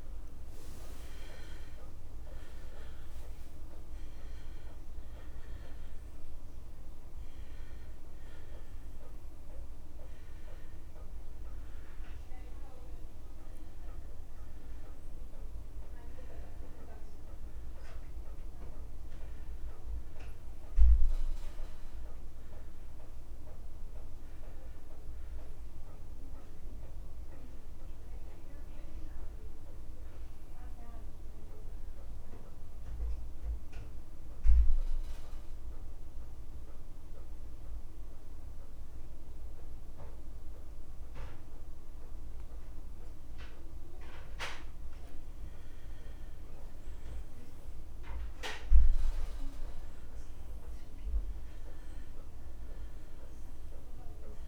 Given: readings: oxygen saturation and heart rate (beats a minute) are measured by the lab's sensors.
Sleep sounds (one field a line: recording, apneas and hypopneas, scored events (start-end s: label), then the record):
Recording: breathing in sleep by a room microphone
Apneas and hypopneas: 1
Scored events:
0.00-15.00 s: oxygen desaturation (device-marked, oxygen 84% lowest)
23.50-27.00 s: arousal
31.50-45.00 s: obstructive apnea (oxygen 99% before, 90% lowest)
47.00-50.50 s: arousal
51.00-54.48 s: new sleep stage, N2 (light sleep)
51.00-54.48 s: oxygen desaturation (device-marked, oxygen 98% before, 90% lowest)
From the record:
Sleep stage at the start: N1 (lightest sleep)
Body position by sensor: on the back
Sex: male